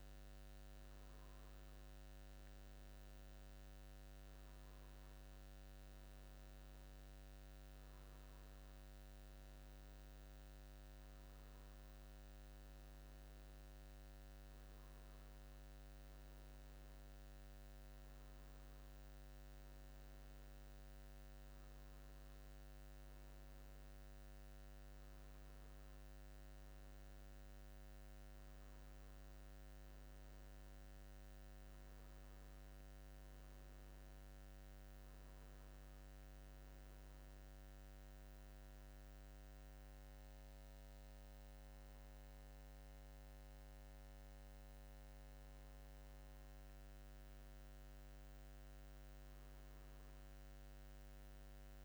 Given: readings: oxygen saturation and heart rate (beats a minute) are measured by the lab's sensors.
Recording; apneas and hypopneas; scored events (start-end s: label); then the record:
breathing in sleep, hard to hear, by a microphone on the trachea; none
none scored
From the record:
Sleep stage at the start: N1 (lightest sleep); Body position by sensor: on the back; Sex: male